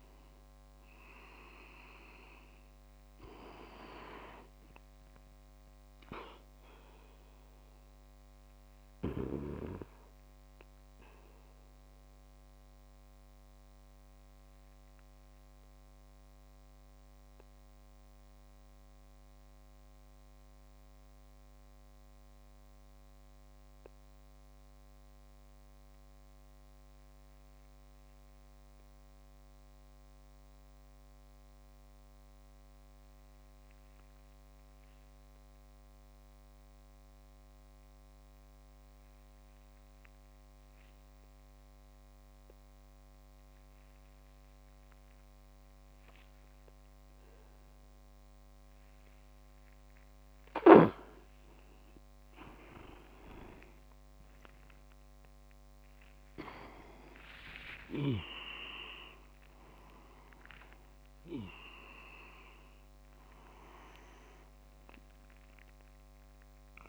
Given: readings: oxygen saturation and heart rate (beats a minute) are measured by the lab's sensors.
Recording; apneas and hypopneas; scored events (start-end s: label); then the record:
breathing in sleep by a microphone on the trachea; 1
12.50-49.50 s: mixed apnea (oxygen 97% before, 93% lowest)
44.50-62.50 s: oxygen desaturation (device-marked, oxygen 99% before, 93% lowest)
51.00-55.00 s: arousal
58.00-60.50 s: leg movement (device-marked)
From the record:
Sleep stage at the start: N2 (light sleep); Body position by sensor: on the back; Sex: male